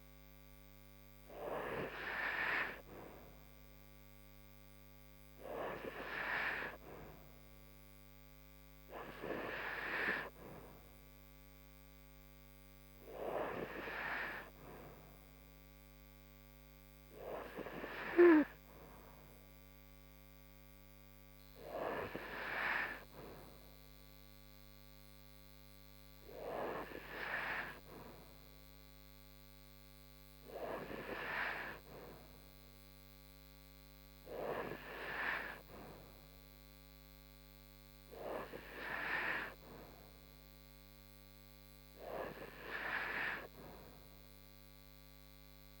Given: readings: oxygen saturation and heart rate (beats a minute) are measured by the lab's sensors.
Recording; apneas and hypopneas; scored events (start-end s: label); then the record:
breathing in sleep by a microphone on the trachea; none
none scored
From the record:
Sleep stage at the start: N3 (deep sleep); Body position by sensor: upright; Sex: female